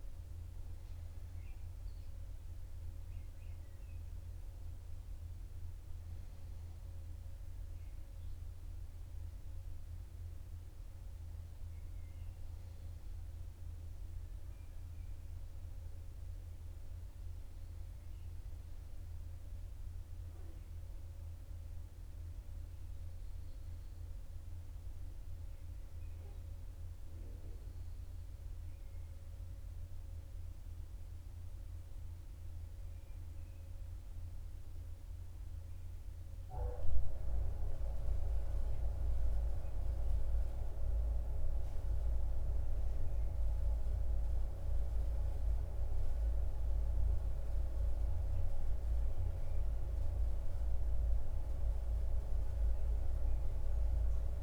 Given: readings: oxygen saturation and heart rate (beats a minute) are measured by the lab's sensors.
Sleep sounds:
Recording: breathing in sleep by a room microphone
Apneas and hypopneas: none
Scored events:
17.50-47.50 s: new sleep stage, N1 (lightest sleep)
43.50-48.50 s: arousal
47.50-54.43 s: new sleep stage, N2 (light sleep)
From the record:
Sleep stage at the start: REM sleep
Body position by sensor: on the back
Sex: male

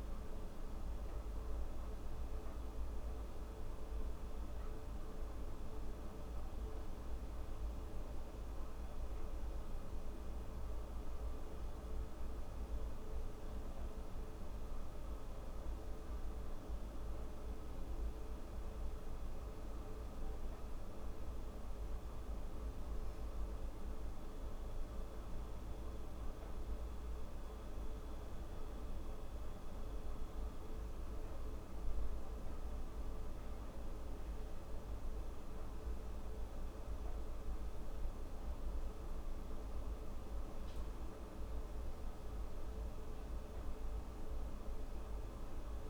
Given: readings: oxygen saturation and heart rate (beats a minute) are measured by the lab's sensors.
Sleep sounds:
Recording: breathing in sleep, hard to hear, by a room microphone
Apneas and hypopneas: none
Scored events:
none scored
From the record:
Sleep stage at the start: N2 (light sleep)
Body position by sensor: on the back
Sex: female

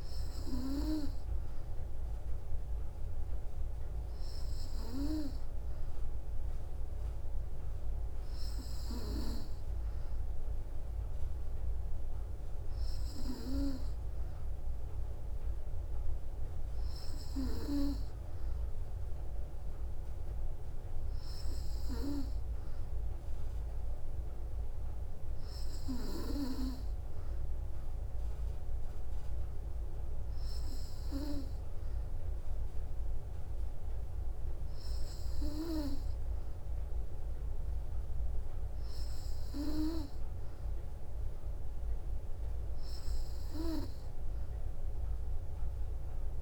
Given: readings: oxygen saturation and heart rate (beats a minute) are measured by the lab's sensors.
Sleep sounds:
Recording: breathing in sleep by a room microphone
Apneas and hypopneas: none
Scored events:
none scored
From the record:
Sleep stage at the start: N3 (deep sleep)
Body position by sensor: on the back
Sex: female

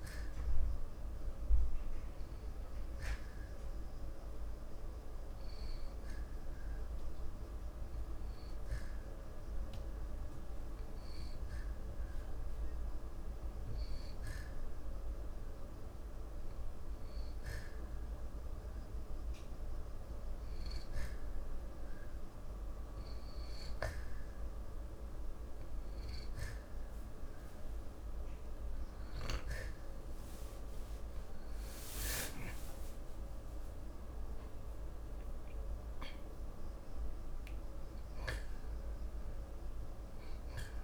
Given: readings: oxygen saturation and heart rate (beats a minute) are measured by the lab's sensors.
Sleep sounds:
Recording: breathing in sleep, hard to hear, by a room microphone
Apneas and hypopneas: 1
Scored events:
3.00-26.50 s: hypopnea (oxygen 93% before, 90% lowest, heart rate 80 before, 63 extreme, up 22 after)
33.00-37.50 s: arousal
From the record:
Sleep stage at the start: N2 (light sleep)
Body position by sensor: on the back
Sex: male

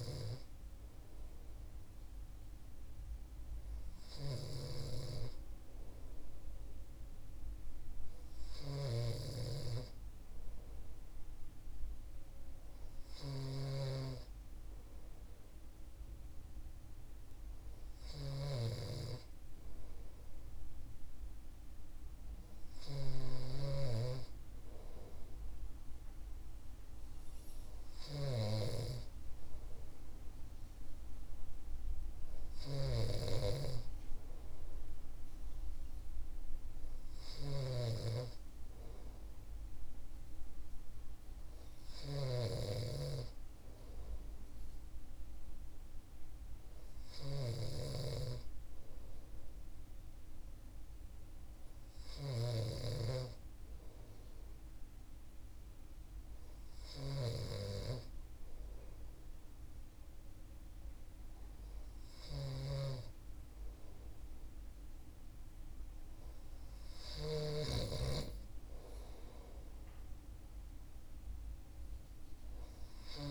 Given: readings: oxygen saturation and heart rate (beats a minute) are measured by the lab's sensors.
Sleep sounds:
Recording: breathing in sleep by a room microphone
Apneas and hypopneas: none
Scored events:
0.00-73.31 s: snoring (device-marked)
From the record:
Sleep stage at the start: N2 (light sleep)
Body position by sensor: on the right side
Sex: male

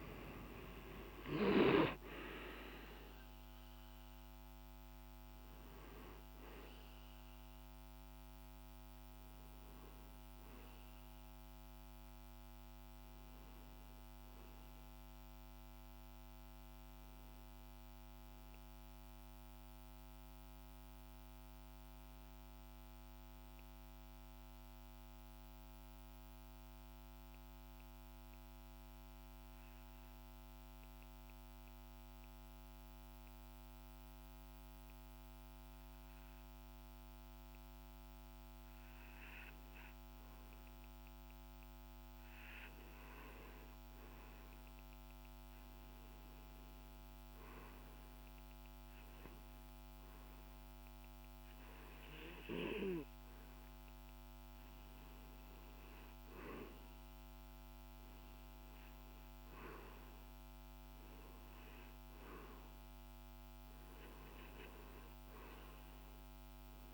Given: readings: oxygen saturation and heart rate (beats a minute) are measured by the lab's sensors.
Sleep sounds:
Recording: breathing in sleep by a microphone on the trachea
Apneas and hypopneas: 1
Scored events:
0.00-23.00 s: oxygen desaturation (device-marked, oxygen 91% lowest, heart rate 48 extreme)
17.50-45.00 s: obstructive apnea (oxygen 97% before, 91% lowest, heart rate 53 before, 48 extreme, up 1 after)
43.00-66.93 s: oxygen desaturation (device-marked, oxygen 99% before, 91% lowest, heart rate 49 before, 49 extreme)
46.50-51.50 s: arousal
From the record:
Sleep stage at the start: REM sleep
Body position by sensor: on the back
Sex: male

